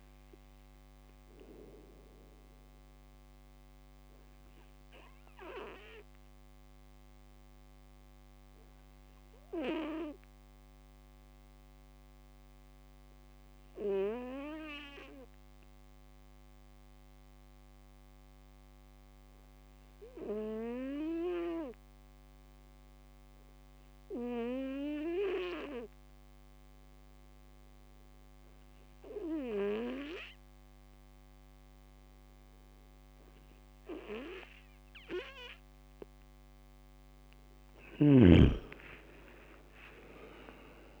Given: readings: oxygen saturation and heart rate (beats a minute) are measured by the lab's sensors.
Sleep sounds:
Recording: breathing in sleep by a microphone on the trachea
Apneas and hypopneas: 1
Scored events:
5.00-35.50 s: obstructive apnea (oxygen 100% before, 96% lowest)
38.00-41.00 s: arousal
From the record:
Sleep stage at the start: N2 (light sleep)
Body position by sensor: on the right side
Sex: male

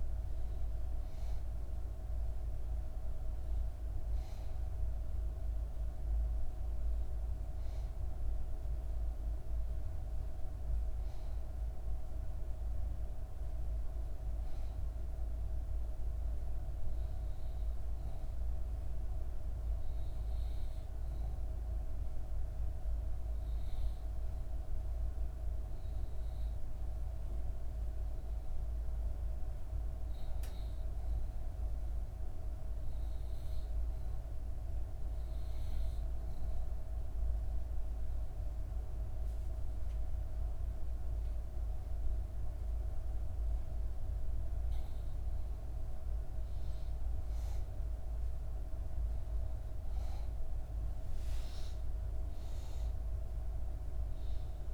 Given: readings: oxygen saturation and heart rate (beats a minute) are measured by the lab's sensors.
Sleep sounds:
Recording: breathing in sleep, hard to hear, by a room microphone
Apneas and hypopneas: 1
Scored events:
0.00-10.00 s: oxygen desaturation (device-marked, oxygen 94% lowest, heart rate 62 extreme)
16.50-43.50 s: obstructive apnea (oxygen 98% before, 93% lowest, heart rate 63 before, 62 extreme, up 5 after)
48.00-52.00 s: arousal
From the record:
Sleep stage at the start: REM sleep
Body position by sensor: on the back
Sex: female

